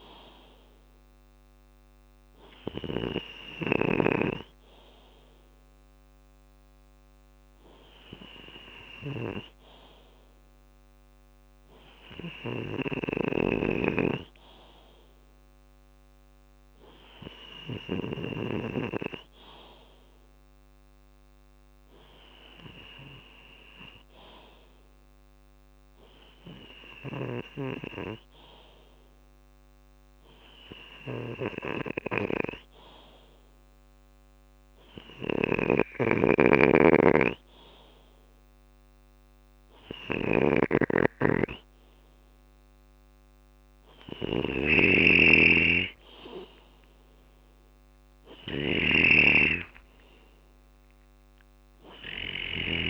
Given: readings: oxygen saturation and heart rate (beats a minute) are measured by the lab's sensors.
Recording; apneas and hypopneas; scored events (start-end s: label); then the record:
breathing in sleep by a microphone on the trachea; 1
0.00-3.00 s: snoring (device-marked)
8.50-10.50 s: long interval between heartbeats (device-marked, heart rate 73 before, 88 extreme)
12.50-14.50 s: long interval between heartbeats (device-marked, heart rate 76 before, 87 extreme)
12.50-17.50 s: snoring (device-marked)
16.00-18.00 s: long interval between heartbeats (device-marked, heart rate 77 before, 80 extreme)
16.50-20.00 s: arousal
22.50-24.50 s: long interval between heartbeats (device-marked, heart rate 78 before, 72 extreme)
25.00-40.00 s: hypopnea (oxygen 95% before, 92% lowest, heart rate 78 before, 64 extreme, up 32 after)
30.00-32.00 s: long interval between heartbeats (device-marked, heart rate 77 before, 79 extreme)
35.00-52.90 s: snoring (device-marked)
43.50-45.50 s: long interval between heartbeats (device-marked, heart rate 72 before, 85 extreme)
44.50-48.00 s: arousal
47.50-52.90 s: drop in pulse transit time (device-marked, heart rate 75 before, 75 extreme)
From the record:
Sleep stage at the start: N2 (light sleep); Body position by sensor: on the left side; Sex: male